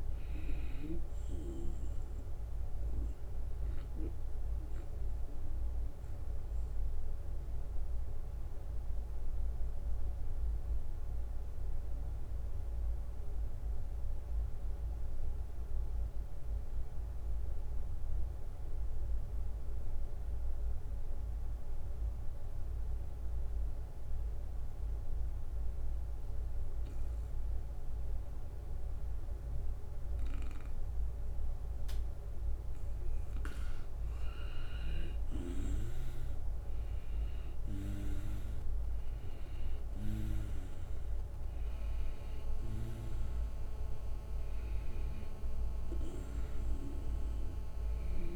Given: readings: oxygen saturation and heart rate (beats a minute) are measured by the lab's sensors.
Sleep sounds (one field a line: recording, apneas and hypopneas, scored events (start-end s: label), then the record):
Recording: breathing in sleep by a room microphone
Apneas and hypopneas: 1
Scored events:
0.00-1.00 s: drop in pulse transit time (device-marked, heart rate 80 extreme)
4.50-33.00 s: obstructive apnea (oxygen 96% before, 91% lowest, heart rate 82 before, 76 extreme, up 4 after)
29.00-43.00 s: oxygen desaturation (device-marked, oxygen 97% before, 92% lowest, heart rate 77 before, 77 extreme)
33.00-38.00 s: arousal
From the record:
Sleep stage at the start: N2 (light sleep)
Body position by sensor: on the right side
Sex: male